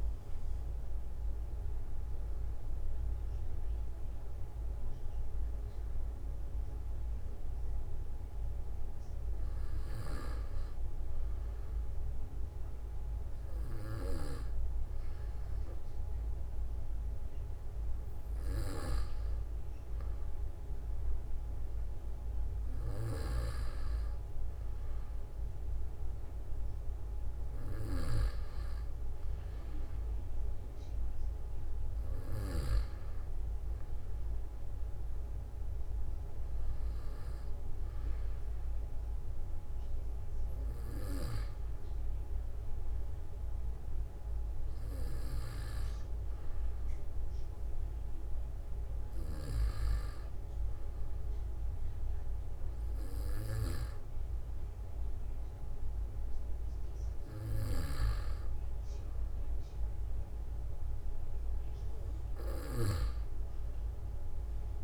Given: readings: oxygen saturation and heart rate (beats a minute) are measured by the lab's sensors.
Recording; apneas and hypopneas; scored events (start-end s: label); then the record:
breathing in sleep by a room microphone; none
27.00-29.00 s: long interval between heartbeats (device-marked, heart rate 48 before, 56 extreme)
55.50-57.50 s: long interval between heartbeats (device-marked, heart rate 48 before, 58 extreme)
From the record:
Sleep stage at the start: N2 (light sleep); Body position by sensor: on the back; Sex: male